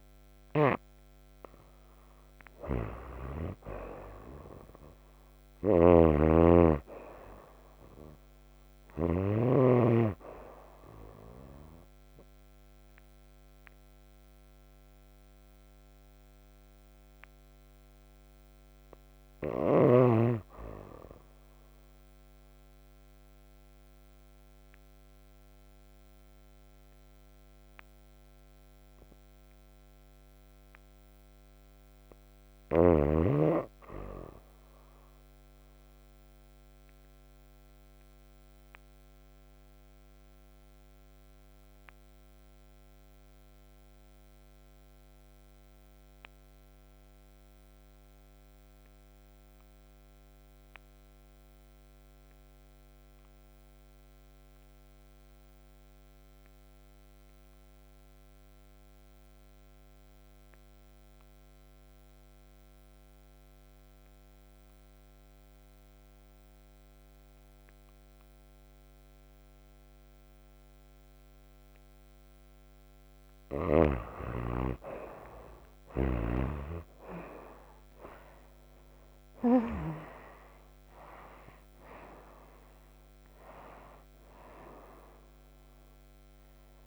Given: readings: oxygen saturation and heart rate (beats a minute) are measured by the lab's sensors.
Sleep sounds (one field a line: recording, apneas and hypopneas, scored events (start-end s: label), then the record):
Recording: breathing in sleep by a microphone on the trachea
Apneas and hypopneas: 2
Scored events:
2.00-37.00 s: oxygen desaturation (device-marked, oxygen 97% before, 84% lowest, heart rate 59 before, 56 extreme)
5.50-9.00 s: snoring (device-marked)
10.50-20.50 s: obstructive apnea (oxygen 98% before, 84% lowest, heart rate 62 before, 56 extreme, up 0 after)
24.00-27.50 s: arousal
36.50-71.50 s: obstructive apnea (oxygen 92% before, 74% lowest, heart rate 59 before, 59 extreme, up 10 after)
53.00-86.87 s: oxygen desaturation (device-marked, oxygen 95% before, 74% lowest, heart rate 61 before, 56 extreme)
74.50-79.00 s: arousal
From the record:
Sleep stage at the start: N2 (light sleep)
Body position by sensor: on the right side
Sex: female